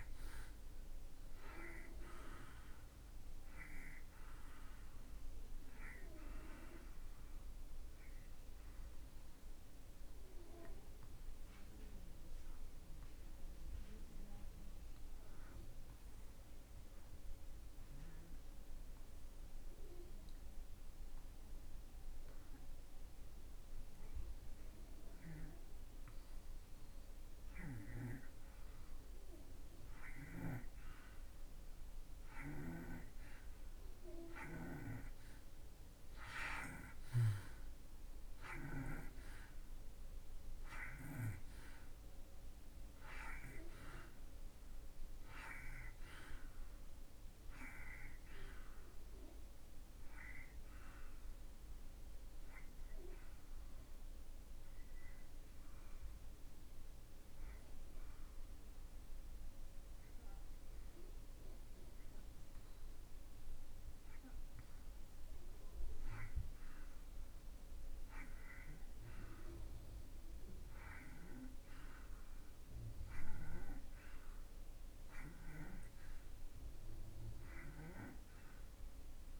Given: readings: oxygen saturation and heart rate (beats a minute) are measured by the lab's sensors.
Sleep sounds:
breathing in sleep by a room microphone; 2
0.00-22.50 s: oxygen desaturation (device-marked, oxygen 81% lowest)
6.50-29.00 s: obstructive apnea (oxygen 96% before, 78% lowest)
31.00-34.50 s: arousal
33.50-65.50 s: oxygen desaturation (device-marked, oxygen 95% before, 78% lowest)
52.00-64.50 s: obstructive apnea (oxygen 95% before, 78% lowest)
69.50-73.50 s: arousal
From the record:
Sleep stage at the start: N2 (light sleep); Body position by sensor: on the back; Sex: male

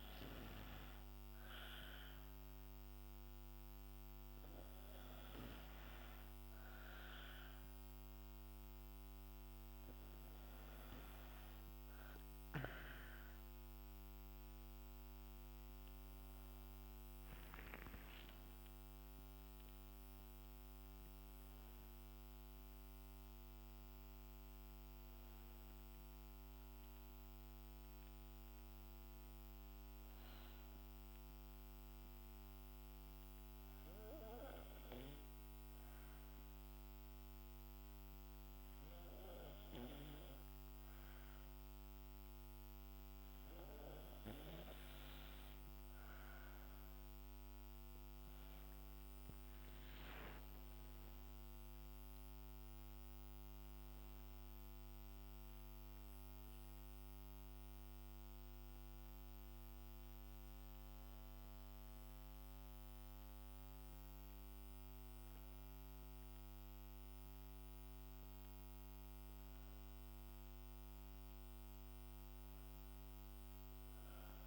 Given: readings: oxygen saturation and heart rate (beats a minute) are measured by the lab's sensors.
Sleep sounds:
breathing in sleep by a microphone on the trachea; 1
15.00-18.50 s: arousal
30.50-45.00 s: obstructive apnea (oxygen 93% before, 89% lowest, heart rate 63 before, 55 extreme, up 11 after)
47.50-50.50 s: arousal
50.50-68.50 s: oxygen desaturation (device-marked, oxygen 96% before, 89% lowest, heart rate 61 before, 55 extreme)
From the record:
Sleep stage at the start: N2 (light sleep); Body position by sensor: on the back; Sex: female

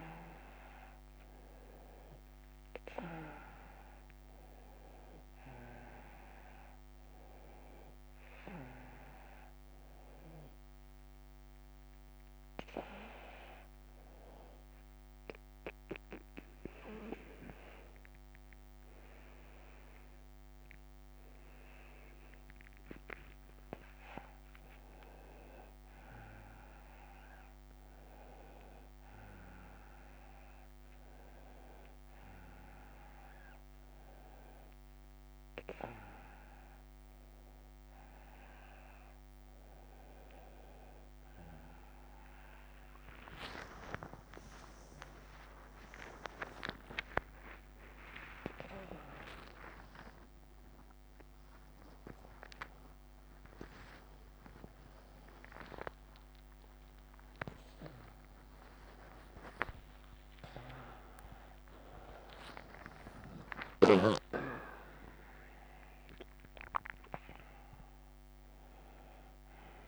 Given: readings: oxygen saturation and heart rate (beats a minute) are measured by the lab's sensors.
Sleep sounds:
a person partly awake in a sleep study, by a microphone on the trachea; 1
14.50-24.50 s: obstructive apnea (oxygen 94% before, 92% lowest)
36.50-66.50 s: new sleep stage, awake
47.00-49.00 s: long interval between heartbeats (device-marked)
50.50-52.50 s: long interval between heartbeats (device-marked)
51.50-58.50 s: oxygen desaturation (device-marked, oxygen 95% before, 92% lowest)
52.50-55.50 s: drop in pulse transit time (device-marked)
66.50-69.88 s: new sleep stage, N1 (lightest sleep)
From the record:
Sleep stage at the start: N2 (light sleep); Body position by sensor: on the right side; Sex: male

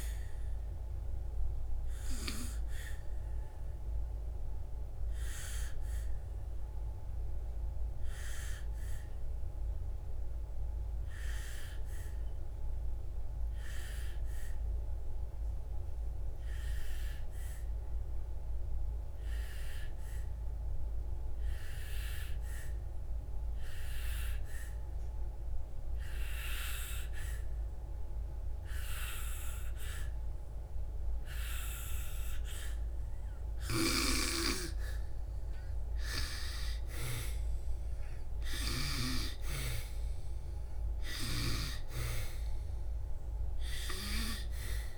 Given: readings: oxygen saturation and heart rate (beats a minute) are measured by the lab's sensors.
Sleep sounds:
breathing in sleep by a room microphone; 1
0.00-9.50 s: oxygen desaturation (device-marked, oxygen 90% lowest, heart rate 55 extreme)
4.50-33.00 s: hypopnea (oxygen 98% before, 90% lowest, heart rate 73 before, 55 extreme, up 6 after)
36.00-39.50 s: arousal
36.50-44.98 s: oxygen desaturation (device-marked, oxygen 98% before, 91% lowest, heart rate 62 before, 59 extreme)
From the record:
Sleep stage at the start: N2 (light sleep); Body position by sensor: on the back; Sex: female

